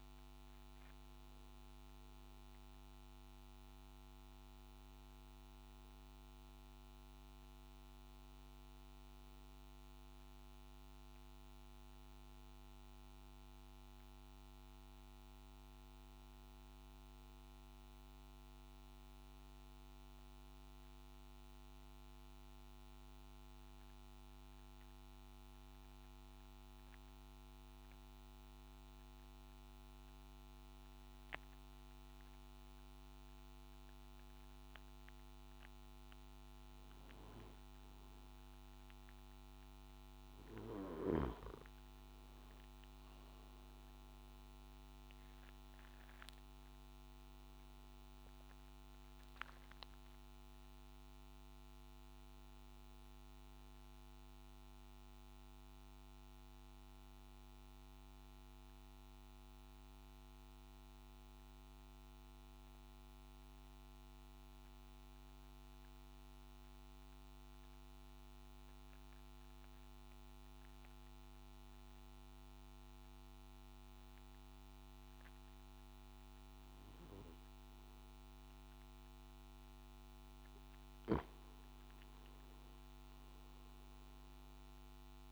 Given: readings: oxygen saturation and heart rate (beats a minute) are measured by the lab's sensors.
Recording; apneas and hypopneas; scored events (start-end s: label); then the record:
breathing in sleep, hard to hear, by a microphone on the trachea; 2
0.00-13.50 s: oxygen desaturation (device-marked, oxygen 87% lowest, heart rate 54 extreme)
24.50-36.50 s: mixed apnea (oxygen 99% before, 93% lowest, heart rate 63 before, 54 extreme, up 4 after)
42.50-66.50 s: oxygen desaturation (device-marked, oxygen 98% before, 93% lowest, heart rate 57 before, 54 extreme)
66.50-78.50 s: mixed apnea (oxygen 98% before, 92% lowest, heart rate 61 before, 54 extreme, up 7 after)
From the record:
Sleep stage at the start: N1 (lightest sleep); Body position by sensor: on the back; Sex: male